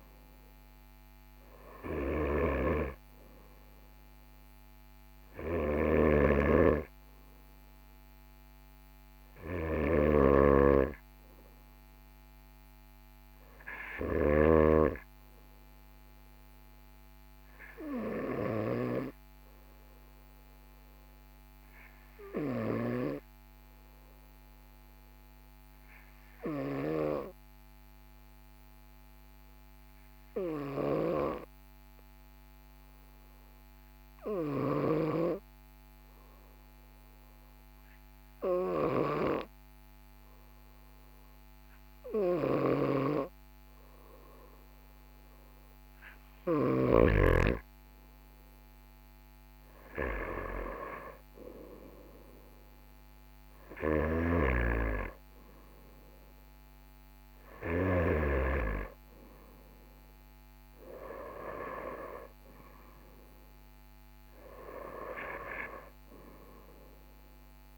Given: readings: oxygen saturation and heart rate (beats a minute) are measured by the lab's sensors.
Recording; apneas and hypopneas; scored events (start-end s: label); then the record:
breathing in sleep by a microphone on the trachea; 1
5.50-14.50 s: snoring (device-marked)
17.50-45.50 s: obstructive apnea (oxygen 98% before, 95% lowest, heart rate 45 before, 44 extreme, up 2 after)
48.50-52.50 s: arousal
54.00-58.50 s: snoring (device-marked)
From the record:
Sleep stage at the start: N2 (light sleep); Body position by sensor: on the right side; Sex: male